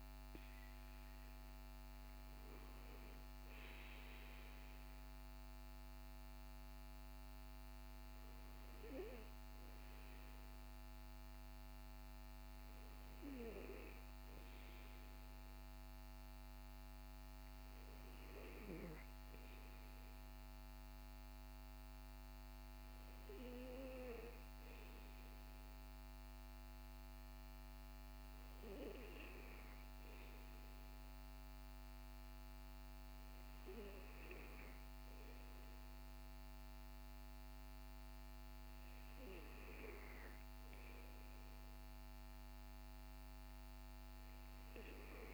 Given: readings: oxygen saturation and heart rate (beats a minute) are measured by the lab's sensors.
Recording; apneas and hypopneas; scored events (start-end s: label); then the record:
breathing in sleep by a microphone on the trachea; none
none scored
From the record:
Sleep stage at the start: N2 (light sleep); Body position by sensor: on the back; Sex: male